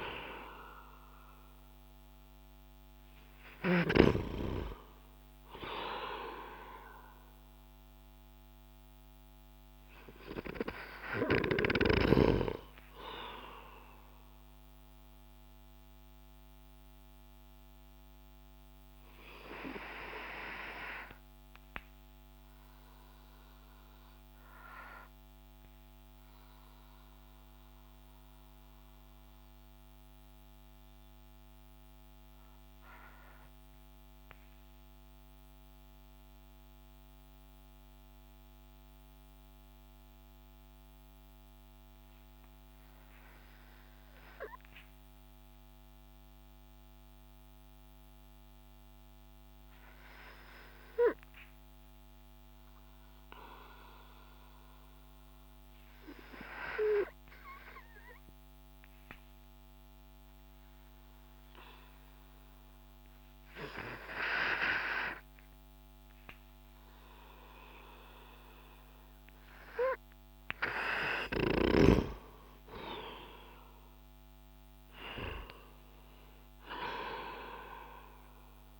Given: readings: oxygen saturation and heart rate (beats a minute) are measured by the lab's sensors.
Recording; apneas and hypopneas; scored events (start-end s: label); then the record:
breathing in sleep by a microphone on the trachea; 1
0.00-1.50 s: arousal
16.50-68.00 s: obstructive apnea (oxygen 96% before, 91% lowest)
23.00-36.00 s: oxygen desaturation (device-marked, oxygen 94% before, 91% lowest)
70.50-75.50 s: arousal
From the record:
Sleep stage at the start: N2 (light sleep); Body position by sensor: on the back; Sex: male